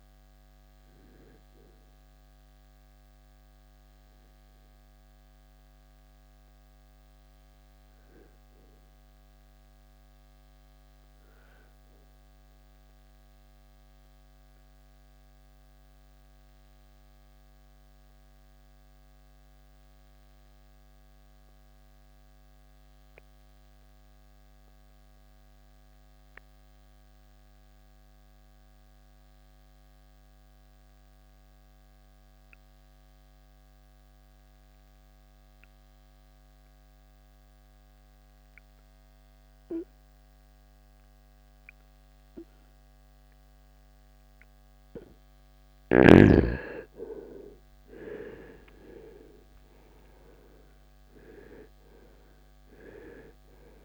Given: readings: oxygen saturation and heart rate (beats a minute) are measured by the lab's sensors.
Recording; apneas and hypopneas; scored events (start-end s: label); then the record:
breathing in sleep by a microphone on the trachea; 1
0.00-19.00 s: oxygen desaturation (device-marked, oxygen 76% lowest, heart rate 53 extreme)
12.00-45.00 s: obstructive apnea (oxygen 92% before, 77% lowest, heart rate 80 before, 54 extreme, up 20 after)
38.00-53.85 s: oxygen desaturation (device-marked, oxygen 97% before, 77% lowest, heart rate 65 before, 51 extreme)
47.00-51.00 s: arousal
48.00-53.85 s: new sleep stage, N1 (lightest sleep)
From the record:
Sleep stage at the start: N2 (light sleep); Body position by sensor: on the right side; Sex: male